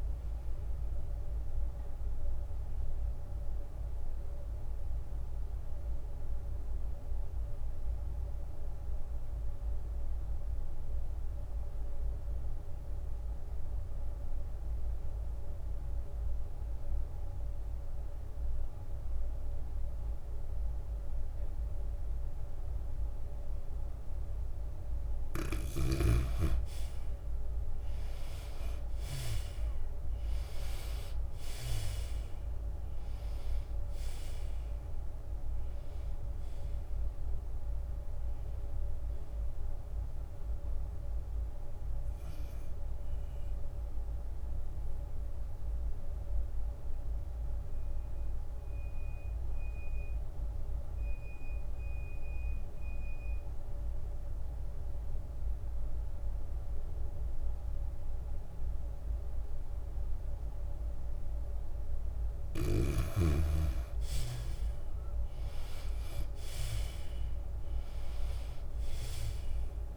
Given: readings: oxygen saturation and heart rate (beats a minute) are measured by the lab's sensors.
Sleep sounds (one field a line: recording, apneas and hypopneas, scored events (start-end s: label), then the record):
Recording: breathing in sleep by a room microphone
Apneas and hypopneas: 2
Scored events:
0.00-11.50 s: drop in pulse transit time (device-marked, heart rate 83 extreme)
0.00-16.50 s: oxygen desaturation (device-marked, oxygen 76% lowest, heart rate 69 extreme)
3.00-26.50 s: mixed apnea (oxygen 96% before, 75% lowest, heart rate 92 before, 69 extreme, up 26 after)
23.50-55.50 s: oxygen desaturation (device-marked, oxygen 97% before, 75% lowest, heart rate 90 before, 75 extreme)
28.00-32.50 s: arousal
32.50-48.50 s: drop in pulse transit time (device-marked, heart rate 81 before, 88 extreme)
33.50-36.50 s: tachycardia (device-marked, heart rate 90 before, 100 extreme)
37.50-39.50 s: tachycardia (device-marked, heart rate 90 before, 102 extreme)
45.00-64.50 s: mixed apnea (oxygen 97% before, 75% lowest, heart rate 89 before, 88 extreme, up 10 after)
66.50-69.97 s: arousal
67.50-69.97 s: oxygen desaturation (device-marked, oxygen 97% before, 78% lowest, heart rate 91 before, 88 extreme)
From the record:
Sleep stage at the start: N2 (light sleep)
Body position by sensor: on the back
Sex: female